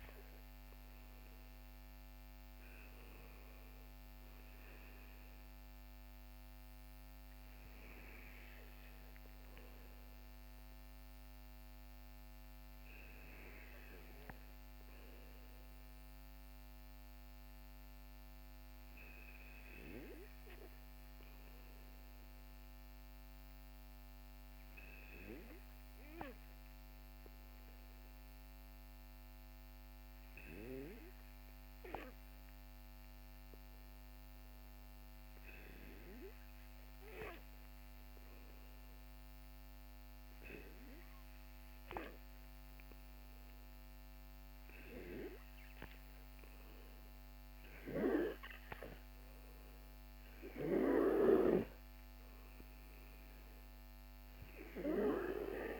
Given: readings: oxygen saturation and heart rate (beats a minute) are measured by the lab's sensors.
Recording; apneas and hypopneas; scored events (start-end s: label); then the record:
breathing in sleep by a microphone on the trachea; 1
31.50-48.50 s: hypopnea (oxygen 97% before, 94% lowest, heart rate 50 before, 53 extreme, up 10 after)
51.00-55.50 s: arousal
From the record:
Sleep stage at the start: N2 (light sleep); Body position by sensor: on the back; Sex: male